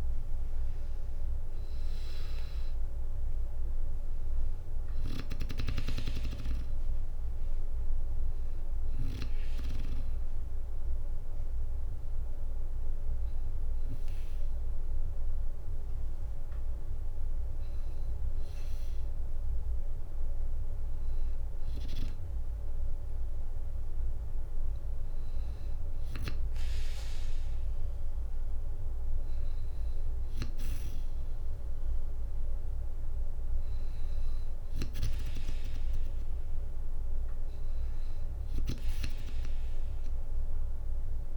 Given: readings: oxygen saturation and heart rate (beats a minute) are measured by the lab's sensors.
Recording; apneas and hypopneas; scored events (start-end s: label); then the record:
breathing in sleep by a room microphone; 1
0.00-6.00 s: oxygen desaturation (device-marked, oxygen 93% lowest, heart rate 60 extreme)
0.00-15.00 s: drop in pulse transit time (device-marked, heart rate 60 extreme)
6.50-18.00 s: hypopnea (oxygen 97% before, 94% lowest, heart rate 65 before, 60 extreme, up 3 after)
20.00-23.00 s: arousal
From the record:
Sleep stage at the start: N2 (light sleep); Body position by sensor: on the back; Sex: female